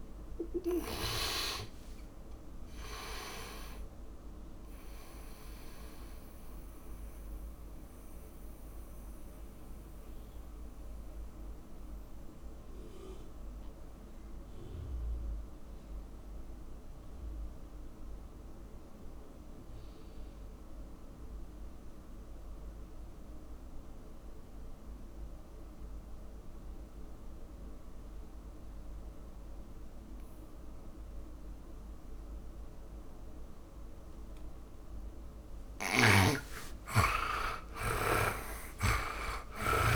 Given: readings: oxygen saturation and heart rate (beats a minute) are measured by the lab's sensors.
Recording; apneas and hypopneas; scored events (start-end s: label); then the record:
breathing in sleep by a room microphone; 1
0.00-1.00 s: snoring (device-marked)
0.00-1.50 s: oxygen desaturation (device-marked, oxygen 88% lowest, heart rate 54 extreme)
5.00-34.00 s: mixed apnea (oxygen 100% before, 79% lowest, heart rate 67 before, 50 extreme)
8.50-25.50 s: oxygen desaturation (device-marked, oxygen 91% before, 80% lowest, heart rate 70 before, 50 extreme)
30.50-39.95 s: oxygen desaturation (device-marked, oxygen 100% before, 89% lowest, heart rate 56 before, 50 extreme)
36.00-39.95 s: snoring (device-marked)
37.00-39.95 s: arousal
38.50-39.95 s: tachycardia (device-marked, heart rate 65 before, 167 extreme)
From the record:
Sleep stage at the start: N2 (light sleep); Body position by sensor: on the back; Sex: male